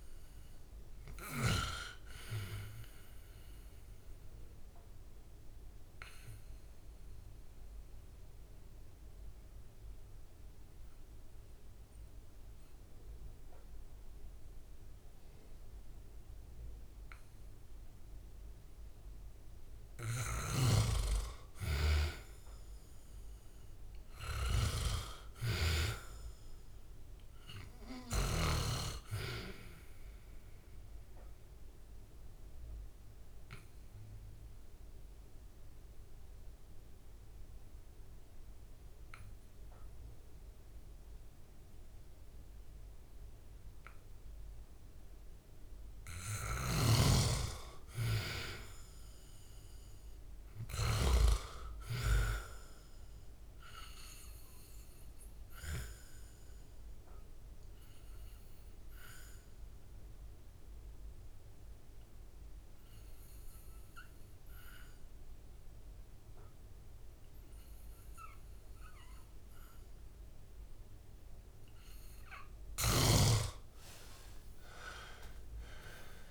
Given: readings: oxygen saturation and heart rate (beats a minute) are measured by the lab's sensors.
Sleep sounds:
breathing in sleep by a room microphone; 3
4.00-20.00 s: mixed apnea (oxygen 97% before, 90% lowest, heart rate 68 before, 64 extreme, up 3 after)
20.00-28.00 s: snoring (device-marked)
23.00-27.00 s: arousal
31.50-46.00 s: obstructive apnea (oxygen 98% before, 89% lowest, heart rate 69 before, 63 extreme, up 6 after)
38.50-50.50 s: oxygen desaturation (device-marked, oxygen 98% before, 90% lowest, heart rate 69 before, 63 extreme)
46.00-51.00 s: snoring (device-marked)
50.50-53.50 s: arousal
55.50-71.50 s: obstructive apnea (oxygen 98% before, 89% lowest, heart rate 66 before, 61 extreme, up 9 after)
59.50-75.50 s: oxygen desaturation (device-marked, oxygen 98% before, 90% lowest, heart rate 67 before, 61 extreme)
73.50-76.31 s: arousal
From the record:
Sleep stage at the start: N2 (light sleep); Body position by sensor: on the back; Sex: male

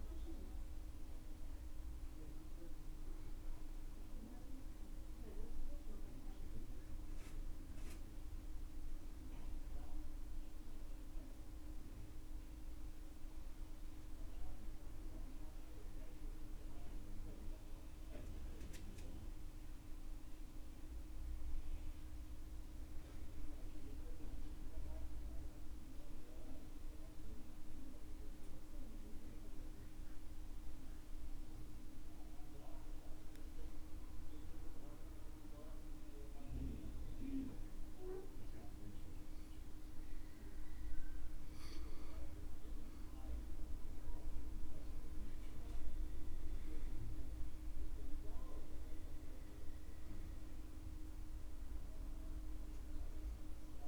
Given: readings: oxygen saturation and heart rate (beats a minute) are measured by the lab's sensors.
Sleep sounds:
breathing in sleep, hard to hear, by a room microphone; 1
27.00-41.00 s: obstructive apnea (oxygen 98% before, 92% lowest, heart rate 67 before, 66 extreme, up 6 after)
42.50-47.50 s: arousal
50.00-53.88 s: oxygen desaturation (device-marked, oxygen 97% before, 92% lowest, heart rate 68 before, 67 extreme)
From the record:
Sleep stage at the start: REM sleep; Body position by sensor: on the back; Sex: male

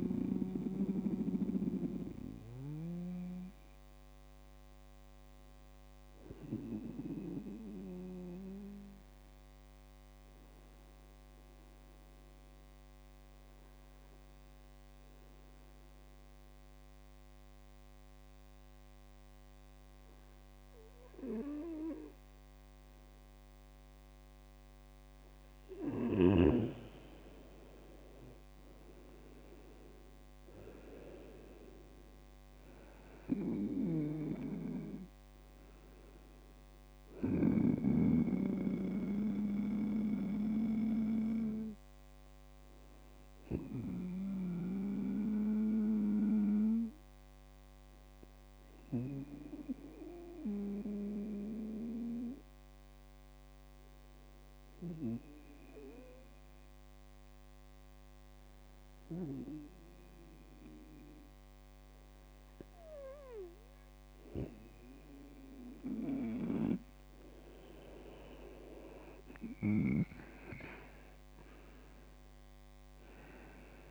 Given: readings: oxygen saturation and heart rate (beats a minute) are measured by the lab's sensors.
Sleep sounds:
breathing in sleep by a microphone on the trachea; 2
2.50-26.00 s: obstructive apnea (oxygen 98% before, 95% lowest, heart rate 65 before, 58 extreme, up 5 after)
28.00-32.50 s: arousal
29.50-56.50 s: oxygen desaturation (device-marked, oxygen 99% before, 95% lowest, heart rate 70 before, 58 extreme)
33.50-44.00 s: snoring (device-marked)
39.00-65.50 s: obstructive apnea (oxygen 99% before, 95% lowest, heart rate 68 before, 56 extreme)
68.00-72.50 s: arousal
From the record:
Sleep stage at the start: N2 (light sleep); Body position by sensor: on the right side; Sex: male

